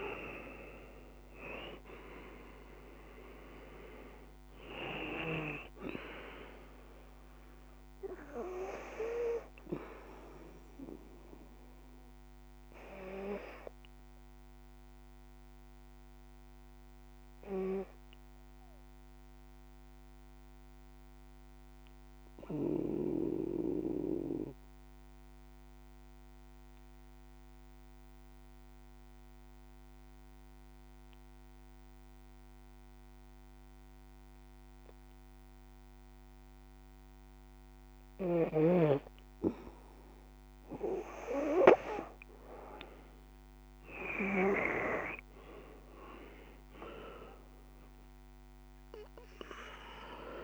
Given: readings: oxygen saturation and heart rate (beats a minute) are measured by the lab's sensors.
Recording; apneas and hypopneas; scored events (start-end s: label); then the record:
breathing in sleep by a microphone on the trachea; 1
0.00-1.00 s: arousal
0.00-34.00 s: oxygen desaturation (device-marked, oxygen 84% lowest, heart rate 48 extreme)
12.50-38.00 s: obstructive apnea (oxygen 97% before, 84% lowest, heart rate 60 before, 49 extreme, up 6 after)
40.00-50.44 s: oxygen desaturation (device-marked, oxygen 97% before, 84% lowest, heart rate 57 before, 49 extreme)
43.00-48.50 s: arousal
From the record:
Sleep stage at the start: N2 (light sleep); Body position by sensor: on the back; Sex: female